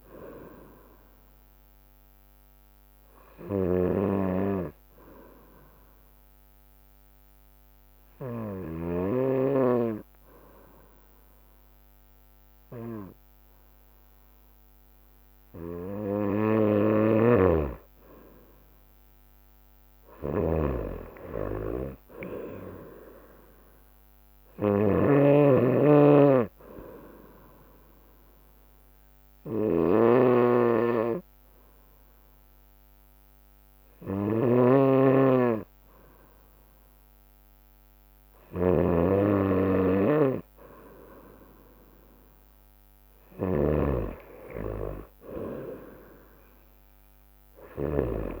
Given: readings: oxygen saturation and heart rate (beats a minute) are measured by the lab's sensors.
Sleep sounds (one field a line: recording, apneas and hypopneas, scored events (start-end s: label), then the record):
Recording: breathing in sleep by a microphone on the trachea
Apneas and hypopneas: 2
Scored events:
0.00-9.00 s: snoring (device-marked)
6.00-16.50 s: obstructive apnea (oxygen 94% before, 92% lowest, heart rate 66 before, 65 extreme, up 13 after)
16.50-28.50 s: drop in pulse transit time (device-marked, heart rate 65 before, 65 extreme)
17.00-48.40 s: snoring (device-marked)
18.00-20.00 s: long interval between heartbeats (device-marked, heart rate 64 before, 75 extreme)
18.50-22.00 s: arousal
27.00-39.50 s: obstructive apnea (oxygen 95% before, 92% lowest, heart rate 68 before, 61 extreme, up 1 after)
42.00-46.00 s: arousal
From the record:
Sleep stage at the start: N2 (light sleep)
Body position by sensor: on the right side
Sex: female